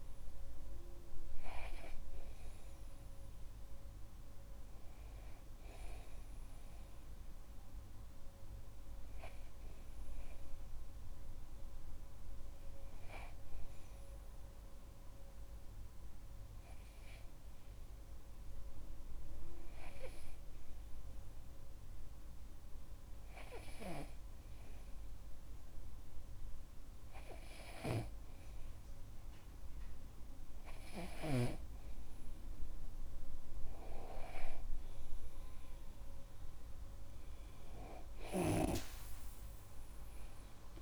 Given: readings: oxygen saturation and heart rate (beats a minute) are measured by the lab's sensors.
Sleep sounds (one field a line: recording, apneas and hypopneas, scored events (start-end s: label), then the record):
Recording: breathing in sleep by a room microphone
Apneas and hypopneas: 1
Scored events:
9.50-28.00 s: hypopnea (oxygen 98% before, 95% lowest)
31.50-35.50 s: arousal
From the record:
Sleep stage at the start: N2 (light sleep)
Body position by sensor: on the back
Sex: male